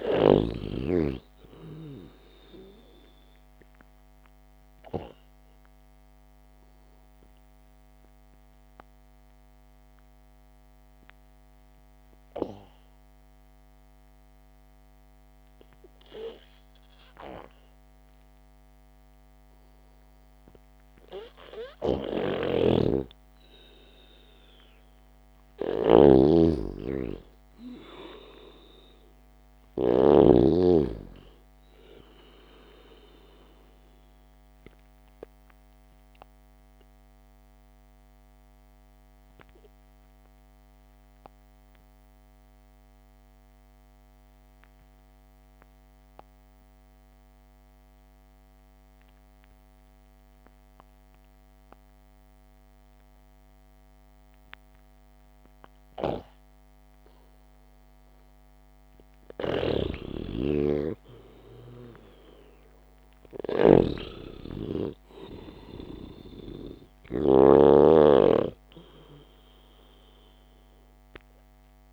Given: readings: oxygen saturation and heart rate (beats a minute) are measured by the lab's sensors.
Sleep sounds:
breathing in sleep by a microphone on the trachea; 2
0.00-1.00 s: snoring (device-marked)
3.00-14.00 s: oxygen desaturation (device-marked, oxygen 97% before, 93% lowest, heart rate 63 before, 55 extreme)
5.50-20.50 s: obstructive apnea (oxygen 97% before, 90% lowest, heart rate 62 before, 52 extreme)
19.00-28.00 s: oxygen desaturation (device-marked, oxygen 94% before, 90% lowest, heart rate 60 before, 52 extreme)
22.50-31.00 s: snoring (device-marked)
27.00-32.00 s: arousal
37.00-58.00 s: obstructive apnea (oxygen 95% before, 92% lowest, heart rate 60 before, 50 extreme)
60.00-68.00 s: snoring (device-marked)
61.00-64.00 s: arousal
61.50-63.50 s: long interval between heartbeats (device-marked, heart rate 64 before, 56 extreme)
From the record:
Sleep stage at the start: N2 (light sleep); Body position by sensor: on the back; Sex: male

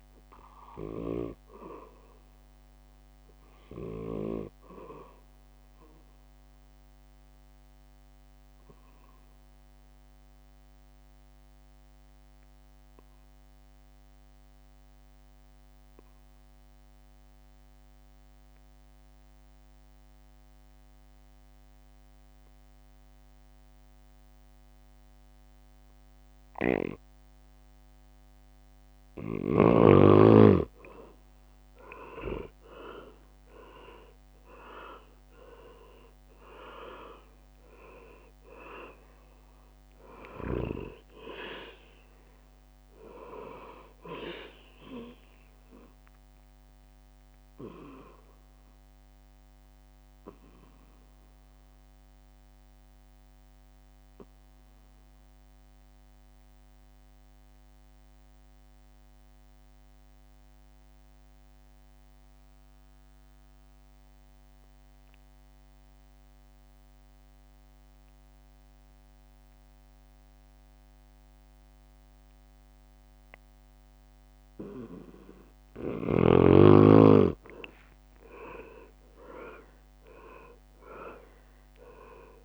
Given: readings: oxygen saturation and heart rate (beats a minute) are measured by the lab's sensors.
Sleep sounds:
breathing in sleep by a microphone on the trachea; 2
0.00-5.00 s: drop in pulse transit time (device-marked, heart rate 64 extreme)
0.00-17.00 s: oxygen desaturation (device-marked, oxygen 92% lowest, heart rate 61 extreme)
5.50-28.50 s: obstructive apnea (oxygen 100% before, 90% lowest, heart rate 67 before, 61 extreme, up 9 after)
30.00-36.50 s: leg movement (device-marked)
30.00-47.00 s: drop in pulse transit time (device-marked, heart rate 63 before, 65 extreme)
30.00-60.00 s: oxygen desaturation (device-marked, oxygen 99% before, 90% lowest, heart rate 63 before, 58 extreme)
31.00-36.50 s: arousal
48.00-75.00 s: obstructive apnea (oxygen 100% before, 89% lowest, heart rate 69 before, 58 extreme, up 13 after)
70.00 s: drop in pulse transit time (device-marked)
77.50-81.00 s: leg movement (device-marked)
78.00-82.45 s: arousal
81.00-82.45 s: drop in pulse transit time (device-marked, heart rate 62 before, 66 extreme)
From the record:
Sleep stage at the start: N2 (light sleep); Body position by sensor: on the back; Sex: male

